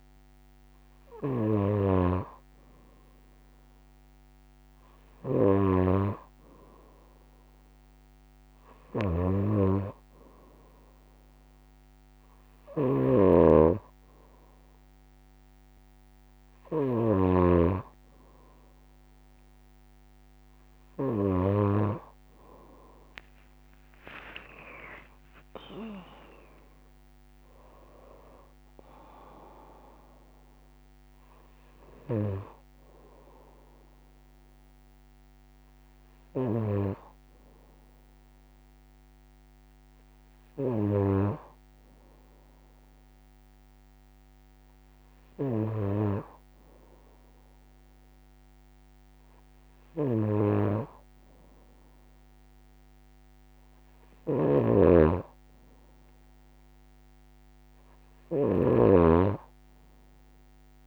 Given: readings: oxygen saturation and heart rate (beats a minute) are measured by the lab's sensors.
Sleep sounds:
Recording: breathing in sleep by a microphone on the trachea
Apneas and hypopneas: none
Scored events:
22.50-26.50 s: arousal
From the record:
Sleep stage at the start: N2 (light sleep)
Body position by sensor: on the right side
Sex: female

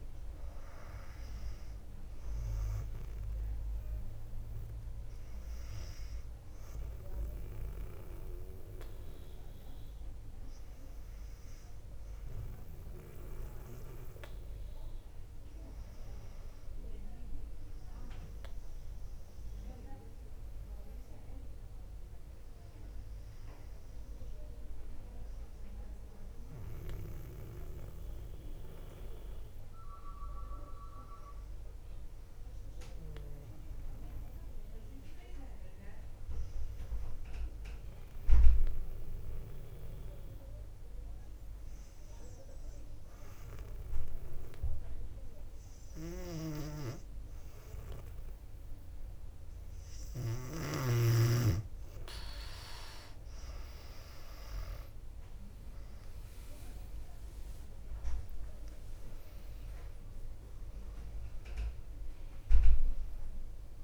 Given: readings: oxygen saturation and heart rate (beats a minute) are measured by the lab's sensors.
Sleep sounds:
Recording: breathing in sleep by a room microphone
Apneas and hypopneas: 2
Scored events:
0.00-14.50 s: oxygen desaturation (device-marked, oxygen 95% lowest, heart rate 56 extreme)
3.50-16.00 s: hypopnea (oxygen 99% before, 95% lowest, heart rate 59 before, 55 extreme, up 3 after)
19.50-23.00 s: arousal
29.00-49.50 s: hypopnea (oxygen 99% before, 95% lowest, heart rate 60 before, 55 extreme, up 7 after)
46.00-50.50 s: snoring (device-marked)
56.00-60.00 s: arousal
From the record:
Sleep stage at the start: N2 (light sleep)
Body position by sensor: on the back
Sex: female

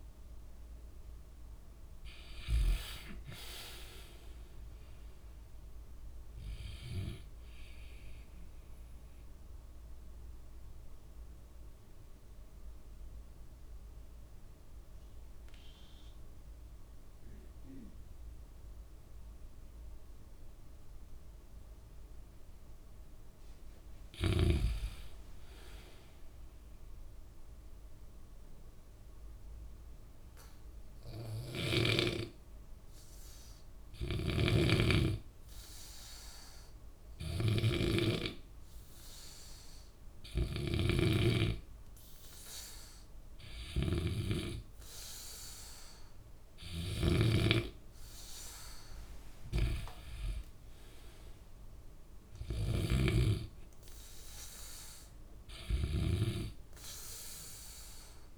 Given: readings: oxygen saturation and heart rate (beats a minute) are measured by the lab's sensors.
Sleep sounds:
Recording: breathing in sleep by a room microphone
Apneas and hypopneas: 2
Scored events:
0.50-9.50 s: oxygen desaturation (device-marked, oxygen 97% before, 92% lowest, heart rate 68 before, 61 extreme)
9.50-22.50 s: obstructive apnea (oxygen 97% before, 92% lowest, heart rate 70 before, 60 extreme, up 7 after)
25.00-28.00 s: arousal
33.50-45.50 s: oxygen desaturation (device-marked, oxygen 97% before, 93% lowest, heart rate 64 before, 62 extreme)
34.50-47.00 s: hypopnea (oxygen 97% before, 89% lowest, heart rate 64 before, 62 extreme, up 11 after)
34.50-58.38 s: snoring (device-marked)
49.50-53.50 s: arousal
From the record:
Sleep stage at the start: N2 (light sleep)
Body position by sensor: on the back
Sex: male

